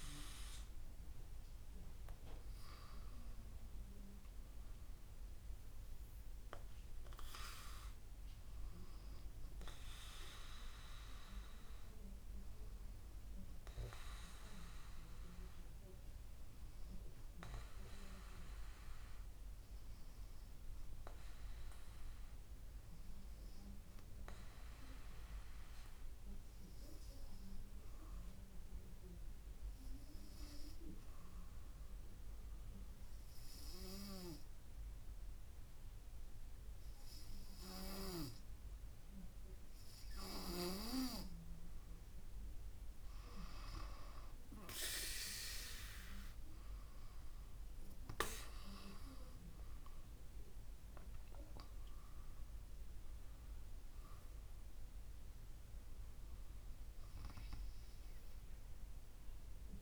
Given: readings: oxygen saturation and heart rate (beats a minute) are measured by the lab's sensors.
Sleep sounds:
breathing in sleep by a room microphone; 1
18.50-41.00 s: obstructive apnea (oxygen 96% before, 89% lowest, heart rate 70 before, 58 extreme, up 13 after)
33.00-35.00 s: bradycardia (device-marked, heart rate 74 before, 70 extreme)
42.00-59.82 s: oxygen desaturation (device-marked, oxygen 95% before, 89% lowest, heart rate 67 before, 61 extreme)
48.50-53.50 s: arousal
From the record:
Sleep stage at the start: N2 (light sleep); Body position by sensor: on the back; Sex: female

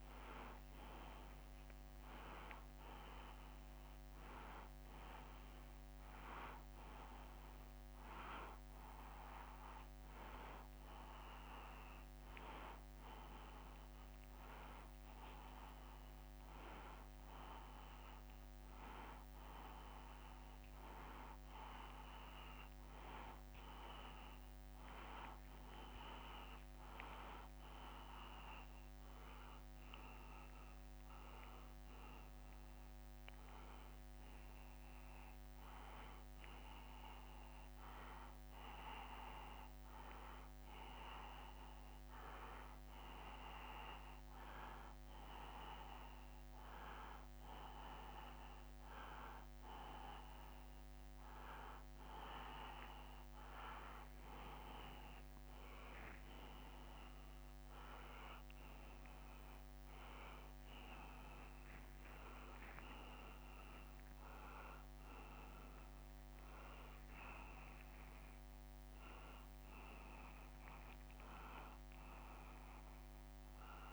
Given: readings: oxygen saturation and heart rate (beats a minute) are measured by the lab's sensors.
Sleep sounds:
a person awake in a sleep study, by a microphone on the trachea; none
1.00-8.00 s: oxygen desaturation (device-marked, oxygen 95% before, 92% lowest, heart rate 114 before, 97 extreme)
2.00-4.00 s: long interval between heartbeats (device-marked, heart rate 113 before, 125 extreme)
7.50-9.50 s: long interval between heartbeats (device-marked, heart rate 114 before, 106 extreme)
9.50-11.50 s: long interval between heartbeats (device-marked, heart rate 115 before, 116 extreme)
12.50-14.50 s: long interval between heartbeats (device-marked, heart rate 119 before, 125 extreme)
24.00-30.00 s: tachycardia (device-marked, heart rate 97 before, 108 extreme)
27.00 s: drop in pulse transit time (device-marked)
27.00-29.00 s: long interval between heartbeats (device-marked, heart rate 112 before, 108 extreme)
69.50-71.50 s: long interval between heartbeats (device-marked, heart rate 96 before, 105 extreme)
From the record:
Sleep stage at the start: awake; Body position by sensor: upright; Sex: male

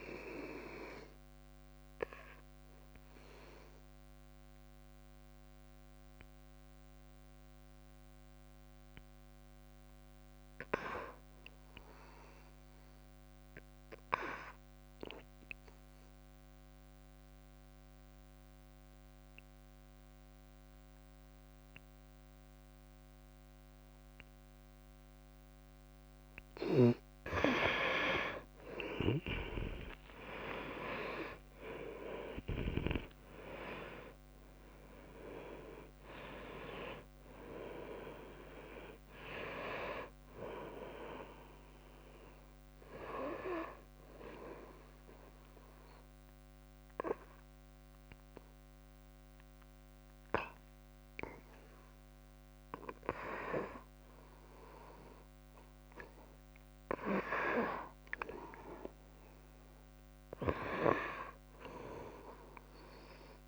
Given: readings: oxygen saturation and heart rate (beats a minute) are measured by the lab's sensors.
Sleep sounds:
breathing in sleep by a microphone on the trachea; 2
0.00-14.00 s: oxygen desaturation (device-marked, oxygen 84% lowest, heart rate 62 extreme)
2.00-25.50 s: obstructive apnea (oxygen 95% before, 84% lowest, heart rate 71 before, 62 extreme)
26.00-43.00 s: tachycardia (device-marked, heart rate 77 before, 168 extreme)
28.00-32.00 s: arousal
28.00-50.00 s: oxygen desaturation (device-marked, oxygen 97% before, 85% lowest, heart rate 67 before, 62 extreme)
28.50-30.50 s: long interval between heartbeats (device-marked, heart rate 67 before, 89 extreme)
32.00-34.00 s: long interval between heartbeats (device-marked, heart rate 76 before, 151 extreme)
32.00-42.00 s: drop in pulse transit time (device-marked, heart rate 76 before, 129 extreme)
37.00-39.00 s: long interval between heartbeats (device-marked, heart rate 100 before, 149 extreme)
40.50-42.50 s: long interval between heartbeats (device-marked, heart rate 112 before, 129 extreme)
42.50-44.50 s: long interval between heartbeats (device-marked, heart rate 119 before, 126 extreme)
45.00-57.50 s: hypopnea (oxygen 97% before, 85% lowest, heart rate 127 before, 62 extreme, up 3 after)
57.00-63.48 s: drop in pulse transit time (device-marked, heart rate 98 before, 63 extreme)
59.50-63.48 s: arousal
From the record:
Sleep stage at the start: N2 (light sleep); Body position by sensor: on the right side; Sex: female

